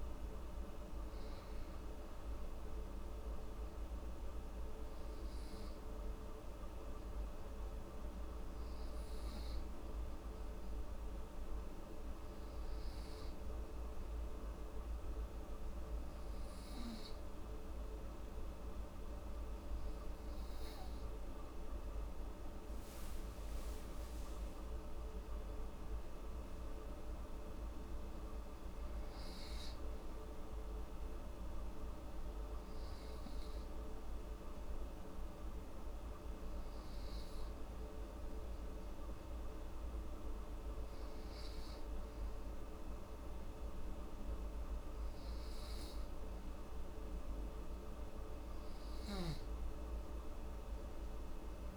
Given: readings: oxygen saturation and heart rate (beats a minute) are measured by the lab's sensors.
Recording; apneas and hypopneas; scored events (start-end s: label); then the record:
breathing in sleep, hard to hear, by a room microphone; 2
2.50-21.00 s: hypopnea (oxygen 96% before, 93% lowest)
23.00-26.00 s: arousal
30.50-47.50 s: hypopnea (oxygen 96% before, 93% lowest)
From the record:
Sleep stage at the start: N2 (light sleep); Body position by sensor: on the right side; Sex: female